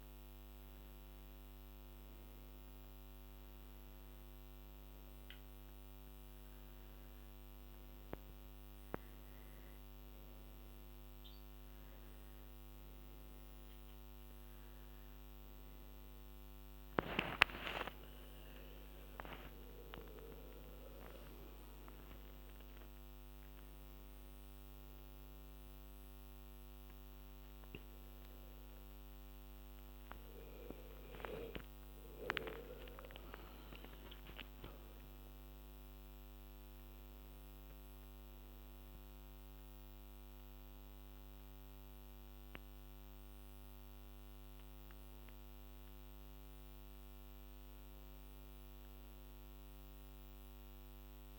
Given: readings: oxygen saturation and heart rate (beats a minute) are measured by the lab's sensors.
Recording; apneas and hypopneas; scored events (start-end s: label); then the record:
breathing in sleep by a microphone on the trachea; none
17.50-22.00 s: arousal
From the record:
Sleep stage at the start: N1 (lightest sleep); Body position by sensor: on the back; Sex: female